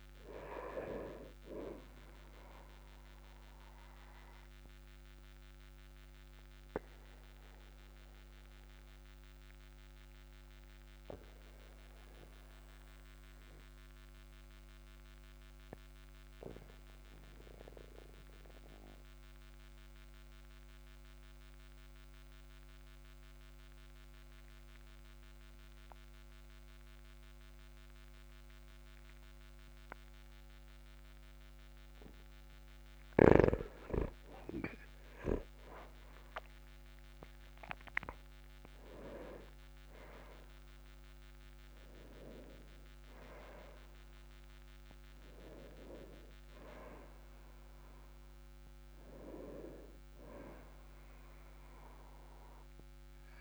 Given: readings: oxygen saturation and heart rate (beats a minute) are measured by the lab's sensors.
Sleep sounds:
breathing in sleep by a microphone on the trachea; 1
3.50-33.00 s: obstructive apnea (oxygen 99% before, 95% lowest, heart rate 52 before, 38 extreme, up 14 after)
35.00-39.50 s: arousal
From the record:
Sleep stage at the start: N2 (light sleep); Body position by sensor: on the back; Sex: male

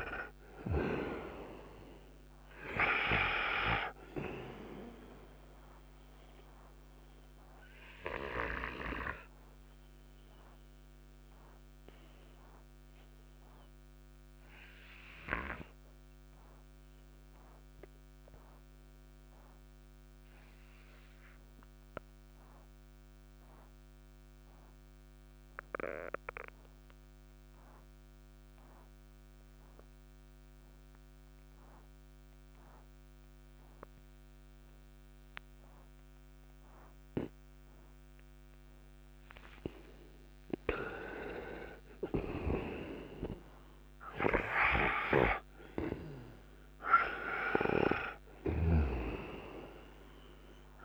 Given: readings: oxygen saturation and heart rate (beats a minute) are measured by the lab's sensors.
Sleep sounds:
breathing in sleep by a microphone on the trachea; 1
0.00-27.50 s: oxygen desaturation (device-marked, oxygen 84% lowest, heart rate 58 extreme)
7.50-39.50 s: obstructive apnea (oxygen 98% before, 84% lowest, heart rate 64 before, 57 extreme, up 7 after)
40.50-44.50 s: arousal
42.50-50.85 s: oxygen desaturation (device-marked, oxygen 98% before, 87% lowest, heart rate 59 before, 57 extreme)
From the record:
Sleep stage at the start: N2 (light sleep); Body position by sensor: on the right side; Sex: male

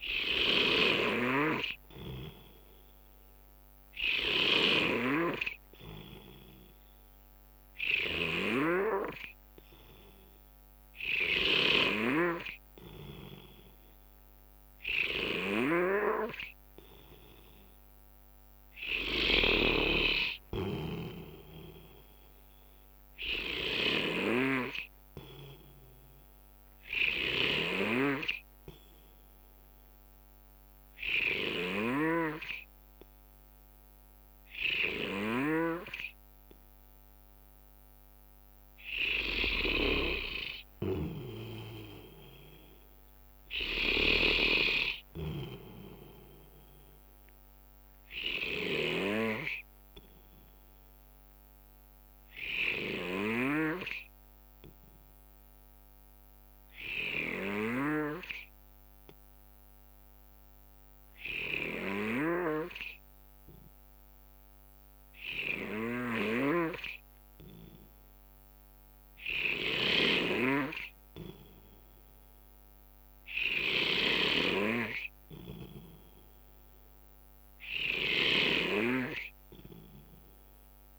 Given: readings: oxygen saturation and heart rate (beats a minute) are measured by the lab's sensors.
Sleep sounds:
breathing in sleep by a microphone on the trachea; 3
0.00-4.00 s: arousal
0.00-16.50 s: oxygen desaturation (device-marked, oxygen 90% lowest, heart rate 68 extreme)
0.00-53.50 s: snoring (device-marked)
9.00-19.50 s: hypopnea (oxygen 94% before, 90% lowest, heart rate 70 before, 68 extreme, up 1 after)
21.00-24.50 s: arousal
27.50-39.00 s: hypopnea (oxygen 94% before, 93% lowest, heart rate 71 before, 64 extreme, up 3 after)
43.00-46.50 s: arousal
54.50-69.50 s: obstructive apnea (oxygen 96% before, 91% lowest, heart rate 68 before, 66 extreme, up 2 after)
61.50-80.99 s: snoring (device-marked)
71.50-75.00 s: arousal
71.50-80.99 s: oxygen desaturation (device-marked, oxygen 97% before, 93% lowest, heart rate 67 before, 67 extreme)
78.50-80.99 s: new sleep stage, N3 (deep sleep)
From the record:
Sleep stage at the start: N2 (light sleep); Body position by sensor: on the right side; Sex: male

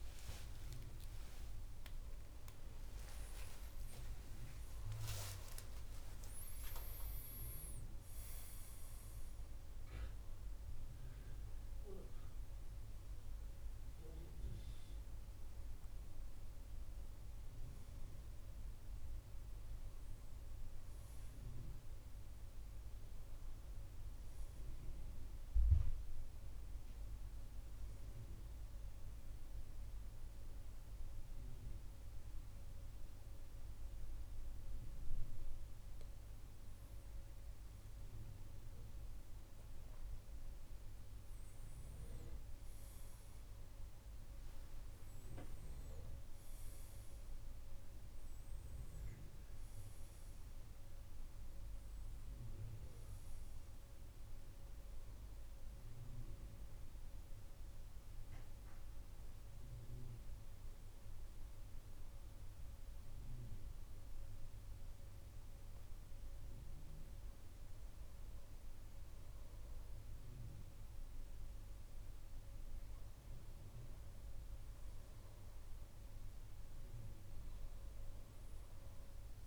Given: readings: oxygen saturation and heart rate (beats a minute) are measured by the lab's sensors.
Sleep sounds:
breathing in sleep, hard to hear, by a room microphone; 2
28.50-39.00 s: hypopnea (oxygen 97% before, 93% lowest, heart rate 78 before, 65 extreme, up 11 after)
30.00-79.47 s: new sleep stage, N2 (light sleep)
40.50-44.50 s: arousal
61.00-71.00 s: hypopnea (oxygen 97% before, 93% lowest, heart rate 73 before, 64 extreme, up 5 after)
73.00-77.00 s: arousal
From the record:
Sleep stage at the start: N1 (lightest sleep); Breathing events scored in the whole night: 354 in 6.7 hours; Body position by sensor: on the back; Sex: male

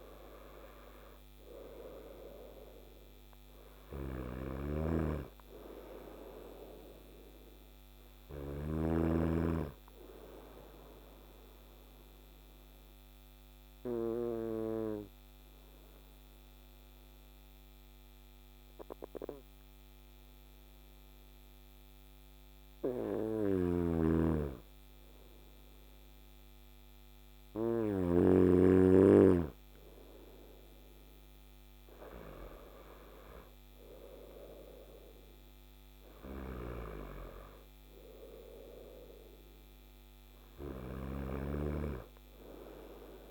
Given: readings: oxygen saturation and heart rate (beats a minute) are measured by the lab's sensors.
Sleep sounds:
breathing in sleep by a microphone on the trachea; 1
0.00-16.50 s: oxygen desaturation (device-marked, oxygen 94% lowest, heart rate 58 extreme)
3.00-8.00 s: snoring (device-marked)
8.50-23.00 s: obstructive apnea (oxygen 99% before, 93% lowest, heart rate 60 before, 58 extreme, up 1 after)
23.00-27.50 s: snoring (device-marked)
25.50-28.00 s: arousal
35.50-43.31 s: snoring (device-marked)
From the record:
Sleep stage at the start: N2 (light sleep); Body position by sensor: on the right side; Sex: male

